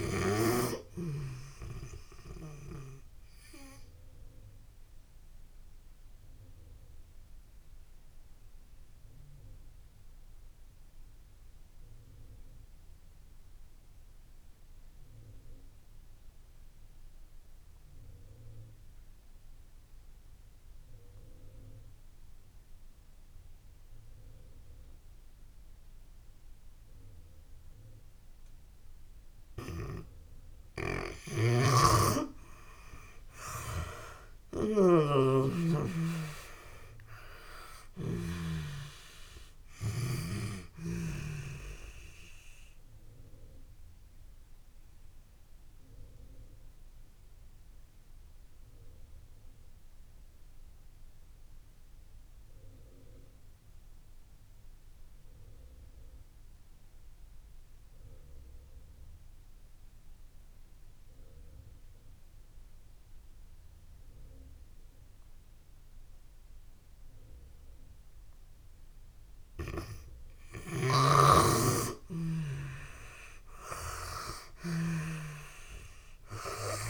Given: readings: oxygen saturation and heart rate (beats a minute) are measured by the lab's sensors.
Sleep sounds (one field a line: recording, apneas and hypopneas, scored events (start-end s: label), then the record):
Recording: breathing in sleep by a room microphone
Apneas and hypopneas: 2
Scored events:
3.00-29.50 s: obstructive apnea (oxygen 97% before, 82% lowest)
10.00-27.00 s: oxygen desaturation (device-marked, oxygen 96% before, 85% lowest)
29.00-66.00 s: oxygen desaturation (device-marked, oxygen 97% before, 82% lowest)
30.50-38.00 s: snoring (device-marked)
32.50-35.50 s: arousal
43.50-68.50 s: obstructive apnea (oxygen 97% before, 82% lowest)
70.00-74.50 s: snoring (device-marked)
70.50-74.50 s: arousal
From the record:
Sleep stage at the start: N2 (light sleep)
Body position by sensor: on the back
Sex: female